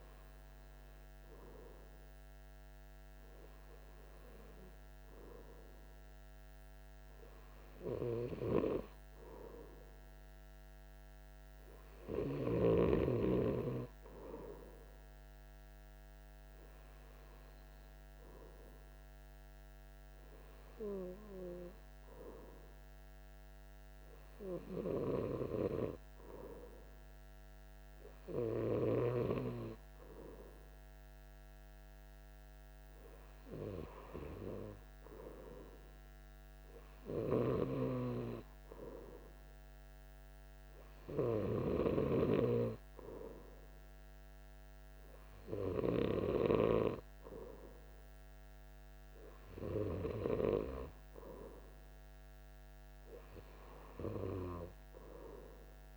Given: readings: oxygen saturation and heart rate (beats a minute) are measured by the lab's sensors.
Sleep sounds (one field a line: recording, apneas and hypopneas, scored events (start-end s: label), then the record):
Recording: breathing in sleep by a microphone on the trachea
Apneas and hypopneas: none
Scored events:
none scored
From the record:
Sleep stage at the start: REM sleep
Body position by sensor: on the right side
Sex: male